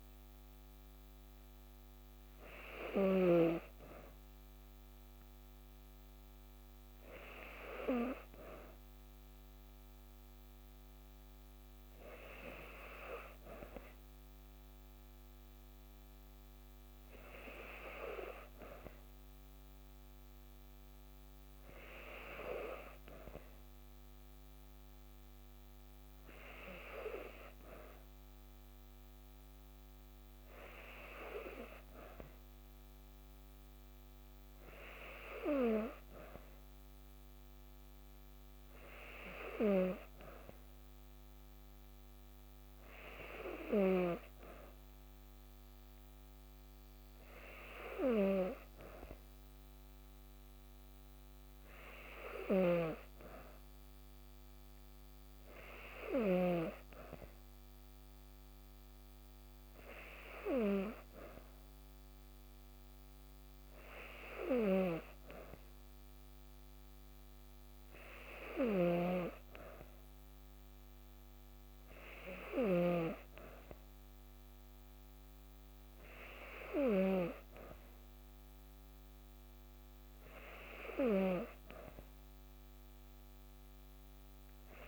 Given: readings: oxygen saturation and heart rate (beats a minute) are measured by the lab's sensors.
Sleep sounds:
breathing in sleep by a microphone on the trachea; none
0.00-3.00 s: snoring (device-marked)
52.00-56.50 s: snoring (device-marked)
68.00-72.50 s: snoring (device-marked)
From the record:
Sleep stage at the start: N2 (light sleep); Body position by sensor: on the back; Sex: female

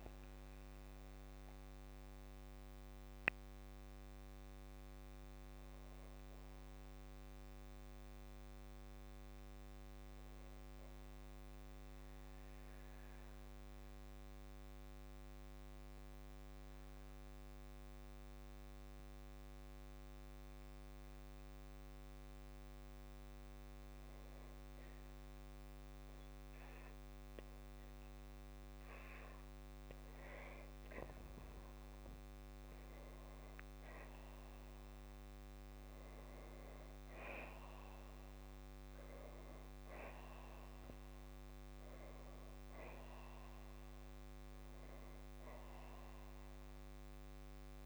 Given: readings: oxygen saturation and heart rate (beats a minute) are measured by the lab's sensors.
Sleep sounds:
breathing in sleep, hard to hear, by a microphone on the trachea; 1
3.00-7.00 s: arousal
12.50-30.50 s: hypopnea (oxygen 99% before, 94% lowest, heart rate 84 before, 59 extreme, up 6 after)
32.50-36.00 s: arousal
From the record:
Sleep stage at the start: N2 (light sleep); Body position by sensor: on the back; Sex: female

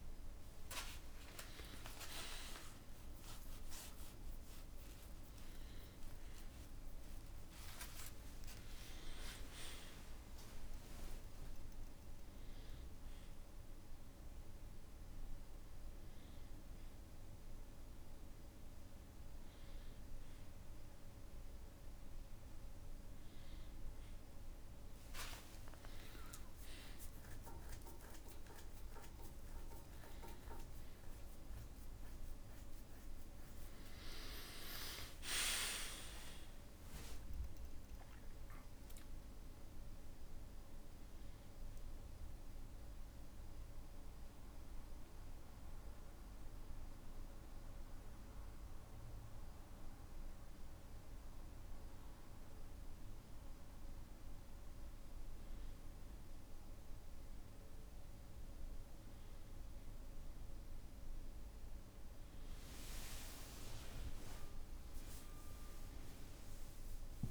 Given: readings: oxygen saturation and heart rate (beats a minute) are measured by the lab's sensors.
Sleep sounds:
a person partly awake in a sleep study, by a room microphone; 1
0.00-2.00 s: long interval between heartbeats (device-marked, heart rate 80 before, 70 extreme)
0.00-7.50 s: tachycardia (device-marked, heart rate 152 extreme)
2.00-4.00 s: long interval between heartbeats (device-marked, heart rate 78 before, 95 extreme)
4.00-6.00 s: long interval between heartbeats (device-marked, heart rate 79 before, 123 extreme)
6.00-8.00 s: long interval between heartbeats (device-marked, heart rate 85 before, 151 extreme)
21.50-67.31 s: new sleep stage, N1 (lightest sleep)
23.50-35.50 s: tachycardia (device-marked, heart rate 82 before, 179 extreme)
26.00-28.00 s: long interval between heartbeats (device-marked, heart rate 84 before, 86 extreme)
28.00-30.00 s: long interval between heartbeats (device-marked, heart rate 78 before, 119 extreme)
32.50-34.50 s: long interval between heartbeats (device-marked, heart rate 88 before, 168 extreme)
34.50-36.50 s: long interval between heartbeats (device-marked, heart rate 98 before, 148 extreme)
42.00-53.50 s: hypopnea (oxygen 98% before, 96% lowest, heart rate 117 before, 58 extreme, up 1 after)
56.50-61.00 s: arousal
From the record:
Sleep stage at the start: awake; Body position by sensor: on the back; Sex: male

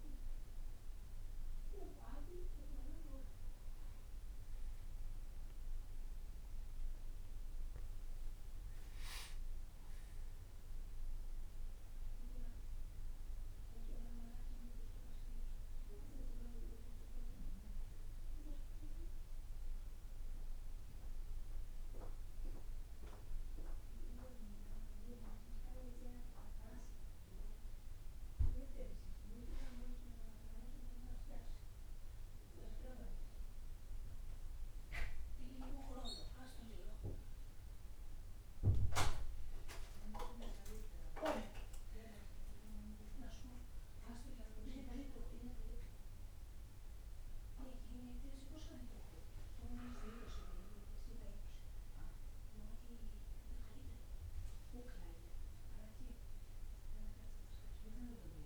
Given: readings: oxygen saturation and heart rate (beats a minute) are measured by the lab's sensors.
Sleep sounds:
breathing in sleep by a room microphone; none
5.00-8.00 s: arousal
From the record:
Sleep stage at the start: N2 (light sleep); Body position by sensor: on the back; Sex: male

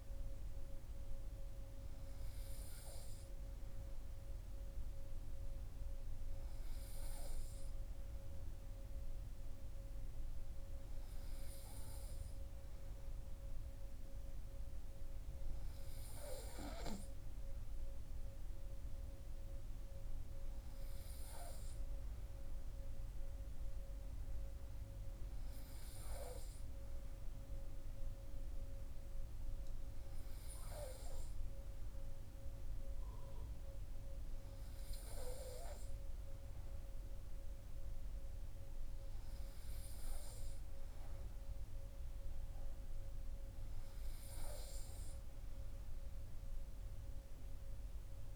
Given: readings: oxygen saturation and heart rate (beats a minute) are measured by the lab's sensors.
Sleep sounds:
breathing in sleep by a room microphone; none
none scored
From the record:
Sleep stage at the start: N3 (deep sleep); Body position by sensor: on the right side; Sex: male

